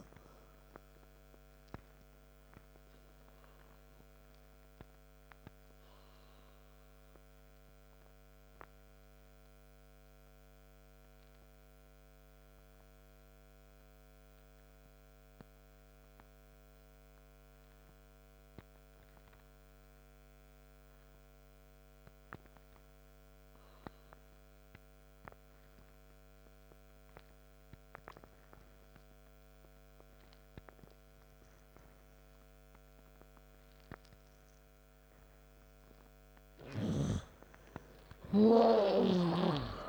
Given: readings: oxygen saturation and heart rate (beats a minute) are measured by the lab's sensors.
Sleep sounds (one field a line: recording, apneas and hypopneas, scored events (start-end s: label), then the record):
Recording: breathing in sleep by a microphone on the trachea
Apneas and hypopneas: 1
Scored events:
0.00-27.00 s: oxygen desaturation (device-marked, oxygen 86% lowest, heart rate 48 extreme)
2.00-34.50 s: obstructive apnea (oxygen 100% before, 86% lowest, heart rate 62 before, 48 extreme, up 8 after)
35.50-39.89 s: arousal
From the record:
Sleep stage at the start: N2 (light sleep)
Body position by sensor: on the right side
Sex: male